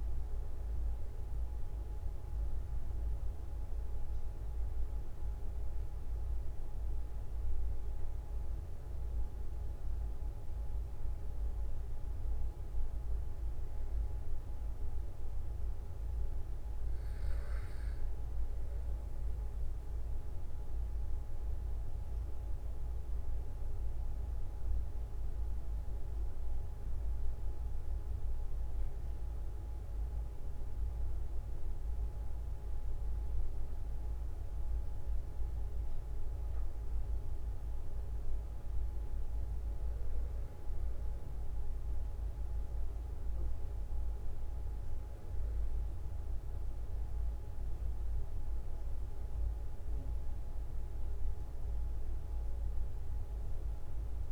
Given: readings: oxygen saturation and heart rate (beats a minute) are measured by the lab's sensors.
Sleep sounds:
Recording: breathing in sleep, hard to hear, by a room microphone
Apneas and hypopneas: 1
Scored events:
2.00-4.00 s: long interval between heartbeats (device-marked, heart rate 46 before, 58 extreme)
20.00-40.50 s: obstructive apnea (oxygen 95% before, 91% lowest, heart rate 49 before, 42 extreme, up 2 after)
41.00-46.50 s: arousal
From the record:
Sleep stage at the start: N2 (light sleep)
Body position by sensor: on the back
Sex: male

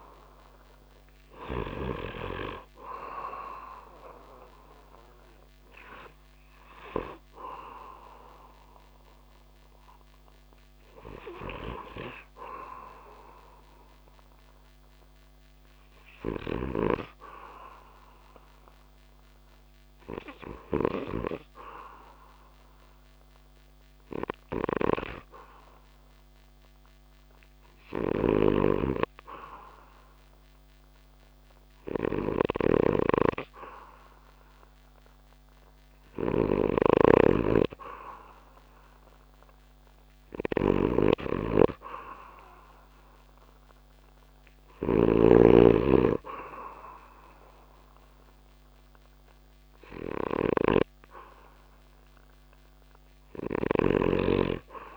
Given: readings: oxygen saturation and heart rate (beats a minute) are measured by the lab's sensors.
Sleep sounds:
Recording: breathing in sleep by a microphone on the trachea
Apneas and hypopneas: 1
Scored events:
0.00-1.00 s: snoring (device-marked)
0.00-10.50 s: oxygen desaturation (device-marked, oxygen 86% lowest)
12.00-16.00 s: arousal
15.50-20.00 s: snoring (device-marked)
18.00-33.00 s: hypopnea (oxygen 100% before, 92% lowest)
27.00-54.97 s: snoring (device-marked)
34.50-38.00 s: arousal
37.50-54.97 s: oxygen desaturation (device-marked, oxygen 99% before, 92% lowest)
From the record:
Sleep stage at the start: N2 (light sleep)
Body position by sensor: on the back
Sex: male

